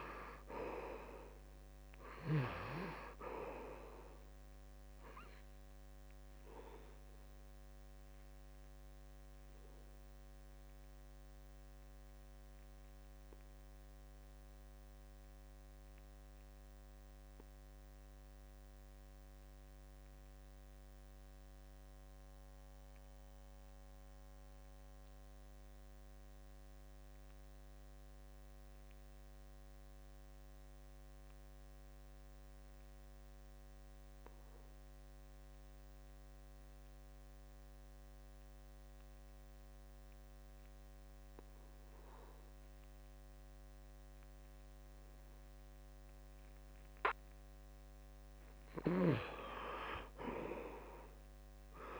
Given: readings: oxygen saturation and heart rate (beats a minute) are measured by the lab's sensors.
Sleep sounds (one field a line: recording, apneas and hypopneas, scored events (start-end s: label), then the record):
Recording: breathing in sleep by a microphone on the trachea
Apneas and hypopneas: 1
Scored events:
0.00-27.00 s: oxygen desaturation (device-marked, oxygen 74% lowest, heart rate 64 extreme)
7.50-47.00 s: obstructive apnea (oxygen 98% before, 74% lowest, heart rate 74 before, 64 extreme, up 5 after)
35.00-51.99 s: oxygen desaturation (device-marked, oxygen 98% before, 74% lowest, heart rate 68 before, 66 extreme)
47.50-51.00 s: arousal
From the record:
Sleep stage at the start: N2 (light sleep)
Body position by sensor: on the back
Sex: male